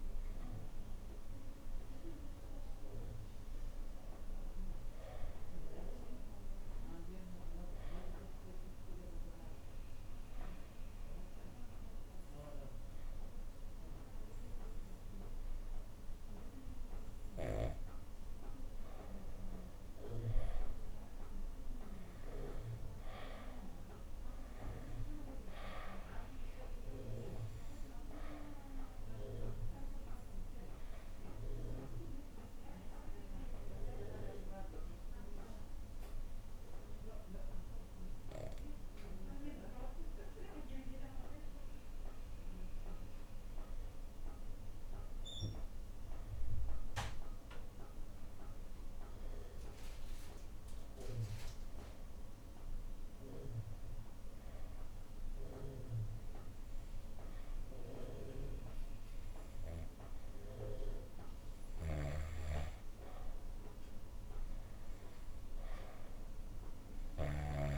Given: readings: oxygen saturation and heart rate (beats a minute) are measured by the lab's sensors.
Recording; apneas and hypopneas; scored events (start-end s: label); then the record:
breathing in sleep by a room microphone; 3
0.00-3.50 s: arousal
7.50-18.00 s: hypopnea (oxygen 98% before, 91% lowest, heart rate 77 before, 70 extreme, up 9 after)
20.00-23.00 s: arousal
23.50-34.50 s: oxygen desaturation (device-marked, oxygen 96% before, 92% lowest, heart rate 71 before, 70 extreme)
29.50-39.50 s: obstructive apnea (oxygen 98% before, 91% lowest, heart rate 73 before, 70 extreme, up 3 after)
40.50-45.00 s: arousal
46.50-57.50 s: oxygen desaturation (device-marked, oxygen 96% before, 91% lowest, heart rate 73 before, 70 extreme)
52.50-62.50 s: hypopnea (oxygen 96% before, 91% lowest, heart rate 72 before, 71 extreme, up 6 after)
61.50-67.50 s: snoring (device-marked)
64.00-67.50 s: arousal
From the record:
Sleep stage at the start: N2 (light sleep); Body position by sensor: on the back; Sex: female